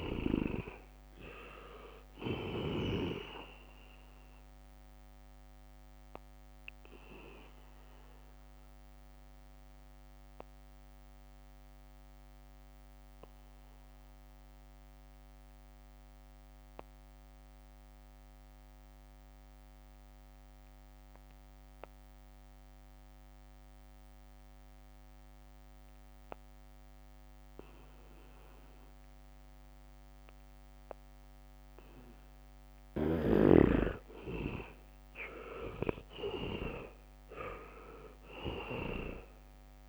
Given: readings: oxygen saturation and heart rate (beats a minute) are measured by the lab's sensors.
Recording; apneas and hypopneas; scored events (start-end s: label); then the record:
breathing in sleep by a microphone on the trachea; 1
0.00-20.50 s: oxygen desaturation (device-marked, oxygen 83% lowest, heart rate 67 extreme)
6.00-32.00 s: obstructive apnea (oxygen 98% before, 79% lowest, heart rate 74 before, 67 extreme, up 2 after)
25.00-27.00 s: leg movement (device-marked)
27.50-39.89 s: oxygen desaturation (device-marked, oxygen 99% before, 79% lowest, heart rate 74 before, 67 extreme)
29.50-32.00 s: leg movement (device-marked)
33.00-39.00 s: leg movement (device-marked)
35.50-39.50 s: arousal
From the record:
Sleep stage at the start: N2 (light sleep); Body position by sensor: on the back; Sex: male